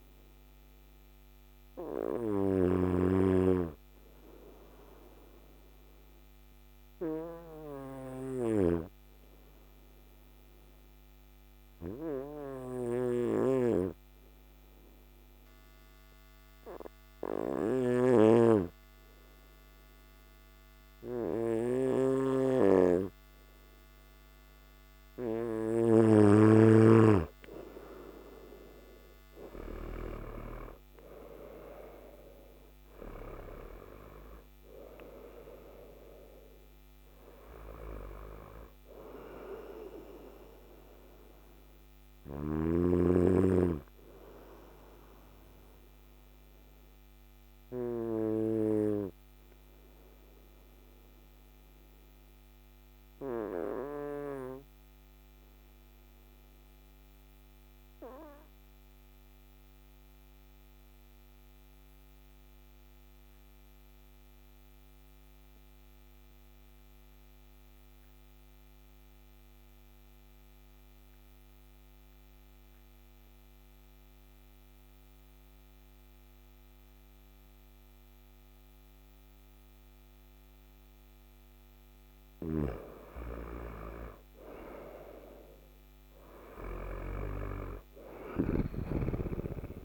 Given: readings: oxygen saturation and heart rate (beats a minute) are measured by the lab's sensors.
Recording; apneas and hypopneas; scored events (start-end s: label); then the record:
breathing in sleep by a microphone on the trachea; 2
0.00-17.50 s: snoring (device-marked)
0.50-22.50 s: obstructive apnea (oxygen 100% before, 93% lowest, heart rate 58 before, 55 extreme, up 4 after)
17.50-55.50 s: oxygen desaturation (device-marked, oxygen 99% before, 93% lowest, heart rate 57 before, 54 extreme)
25.00-29.50 s: snoring (device-marked)
26.50-30.50 s: arousal
42.00-81.00 s: obstructive apnea (oxygen 98% before, 92% lowest, heart rate 62 before, 54 extreme, up 9 after)
71.50-89.85 s: oxygen desaturation (device-marked, oxygen 99% before, 93% lowest, heart rate 55 before, 54 extreme)
81.50-88.00 s: snoring (device-marked)
85.50-89.85 s: arousal
From the record:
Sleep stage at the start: N2 (light sleep); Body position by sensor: on the right side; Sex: male